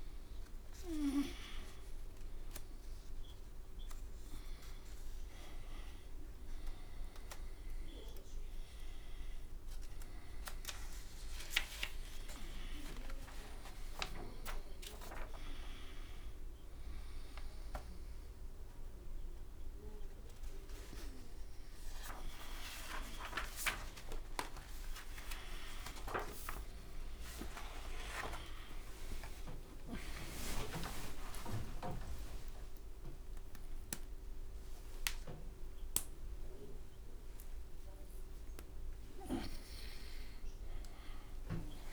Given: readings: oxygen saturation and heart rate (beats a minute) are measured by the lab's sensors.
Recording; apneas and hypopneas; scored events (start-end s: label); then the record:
a person awake in a sleep study, by a room microphone; none
5.00-7.00 s: long interval between heartbeats (device-marked, heart rate 74 before, 79 extreme)
13.00-15.00 s: long interval between heartbeats (device-marked, heart rate 78 before, 74 extreme)
14.50-16.50 s: tachycardia (device-marked, heart rate 69 before, 86 extreme)
14.50-41.92 s: new sleep stage, awake
15.50-17.50 s: long interval between heartbeats (device-marked, heart rate 80 before, 86 extreme)
18.00-20.00 s: long interval between heartbeats (device-marked, heart rate 80 before, 106 extreme)
26.50-33.50 s: tachycardia (device-marked, heart rate 69 before, 144 extreme)
31.00-33.00 s: long interval between heartbeats (device-marked, heart rate 84 before, 135 extreme)
33.50-41.92 s: drop in pulse transit time (device-marked, heart rate 94 before, 62 extreme)
37.00-39.00 s: long interval between heartbeats (device-marked, heart rate 102 before, 79 extreme)
37.50-41.92 s: oxygen desaturation (device-marked, oxygen 96% before, 93% lowest)
40.00-41.92 s: long interval between heartbeats (device-marked, heart rate 97 before, 71 extreme)
40.50-41.92 s: tachycardia (device-marked, heart rate 70 before, 145 extreme)
From the record:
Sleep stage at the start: N1 (lightest sleep); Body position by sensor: on the right side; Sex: male